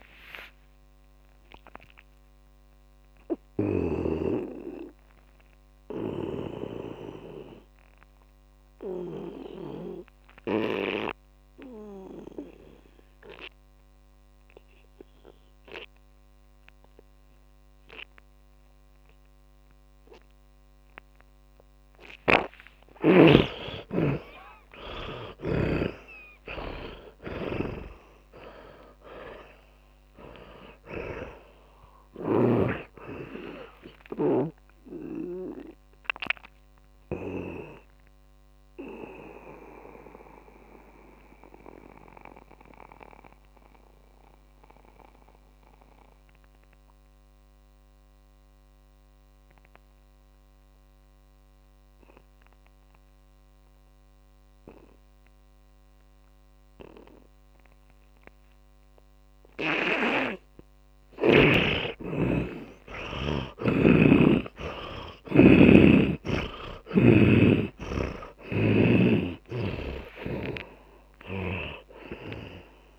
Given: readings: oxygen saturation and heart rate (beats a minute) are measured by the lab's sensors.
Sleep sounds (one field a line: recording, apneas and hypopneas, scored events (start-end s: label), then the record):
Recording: breathing in sleep by a microphone on the trachea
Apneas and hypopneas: 2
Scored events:
0.00-12.50 s: oxygen desaturation (device-marked, oxygen 81% lowest, heart rate 56 extreme)
1.00-23.00 s: obstructive apnea (oxygen 100% before, 81% lowest)
3.50-5.50 s: tachycardia (device-marked, heart rate 69 before, 108 extreme)
6.00-9.50 s: snoring (device-marked)
11.50-28.50 s: tachycardia (device-marked, heart rate 69 before, 150 extreme)
22.50-26.00 s: snoring (device-marked)
24.00-28.00 s: arousal
29.50-50.50 s: oxygen desaturation (device-marked, oxygen 100% before, 82% lowest)
32.50-38.00 s: snoring (device-marked)
36.50-61.50 s: mixed apnea (oxygen 100% before, 81% lowest)
58.50-68.50 s: oxygen desaturation (device-marked, oxygen 100% before, 95% lowest, heart rate 40 before, 58 extreme)
62.50-66.00 s: snoring (device-marked)
63.50-69.50 s: arousal
70.50-72.99 s: snoring (device-marked)
From the record:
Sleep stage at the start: N2 (light sleep)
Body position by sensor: on the back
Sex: male